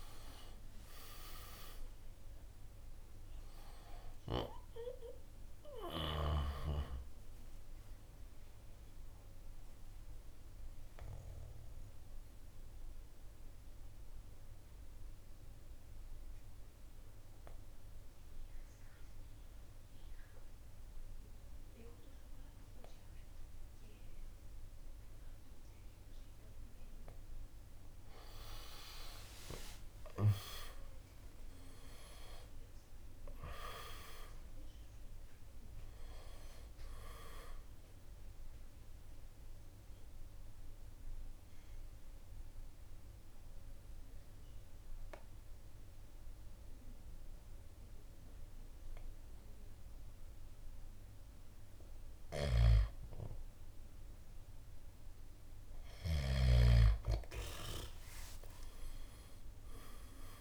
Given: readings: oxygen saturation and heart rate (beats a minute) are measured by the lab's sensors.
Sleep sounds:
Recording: breathing in sleep by a room microphone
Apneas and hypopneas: 2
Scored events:
0.00-1.00 s: oxygen desaturation (device-marked, oxygen 94% lowest, heart rate 61 extreme)
0.00-11.00 s: drop in pulse transit time (device-marked, heart rate 62 extreme)
6.00-22.00 s: oxygen desaturation (device-marked, oxygen 96% before, 86% lowest, heart rate 75 before, 58 extreme)
7.50-26.50 s: mixed apnea (oxygen 98% before, 86% lowest, heart rate 75 before, 58 extreme, up 9 after)
28.50-32.00 s: arousal
31.00-44.00 s: drop in pulse transit time (device-marked, heart rate 62 before, 59 extreme)
36.00-58.00 s: oxygen desaturation (device-marked, oxygen 98% before, 86% lowest, heart rate 64 before, 58 extreme)
39.50-52.50 s: central apnea (oxygen 98% before, 86% lowest, heart rate 65 before, 58 extreme, up 9 after)
52.00-56.50 s: snoring (device-marked)
58.50-60.41 s: arousal
From the record:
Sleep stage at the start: N2 (light sleep)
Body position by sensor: on the back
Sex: male

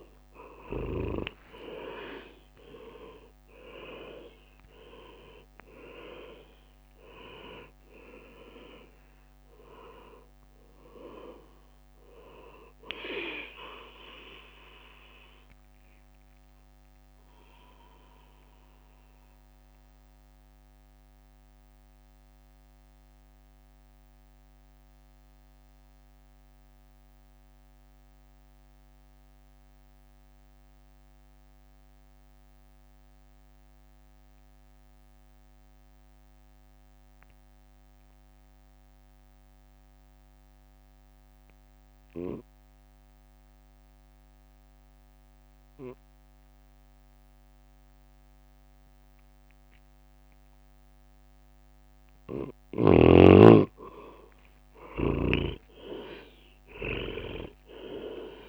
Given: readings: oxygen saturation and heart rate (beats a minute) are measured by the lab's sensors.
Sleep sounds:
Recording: breathing in sleep by a microphone on the trachea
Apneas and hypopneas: 1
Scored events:
0.00-2.50 s: leg movement (device-marked)
1.00-5.50 s: arousal
3.50-11.50 s: tachycardia (device-marked, heart rate 57 before, 172 extreme)
4.00-11.00 s: leg movement (device-marked)
4.50-21.50 s: drop in pulse transit time (device-marked, heart rate 57 before, 54 extreme)
5.00-7.00 s: long interval between heartbeats (device-marked, heart rate 57 before, 92 extreme)
7.00-9.00 s: long interval between heartbeats (device-marked, heart rate 61 before, 134 extreme)
10.00-12.00 s: long interval between heartbeats (device-marked, heart rate 74 before, 150 extreme)
17.50-51.50 s: mixed apnea (oxygen 99% before, 92% lowest, heart rate 99 before, 52 extreme, up 35 after)
30.50-41.50 s: oxygen desaturation (device-marked, oxygen 97% before, 94% lowest, heart rate 73 before, 52 extreme)
54.50-58.49 s: arousal
55.50-58.49 s: drop in pulse transit time (device-marked, heart rate 54 before, 55 extreme)
55.50-58.49 s: leg movement (device-marked)
From the record:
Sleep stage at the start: N2 (light sleep)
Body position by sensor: on the right side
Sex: male

